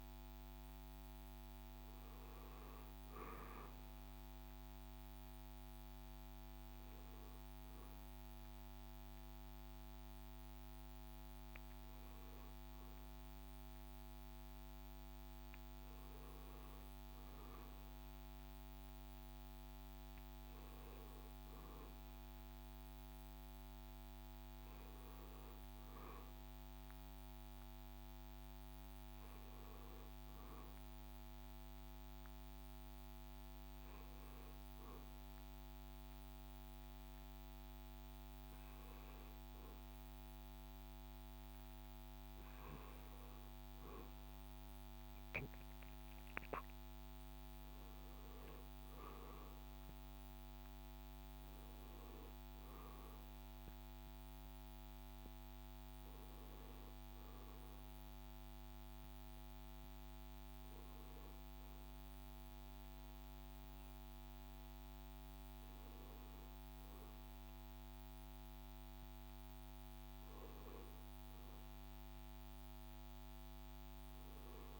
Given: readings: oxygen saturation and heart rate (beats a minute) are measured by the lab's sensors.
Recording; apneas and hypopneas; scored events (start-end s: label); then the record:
breathing in sleep, hard to hear, by a microphone on the trachea; none
none scored
From the record:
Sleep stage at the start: N1 (lightest sleep); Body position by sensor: on the back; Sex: male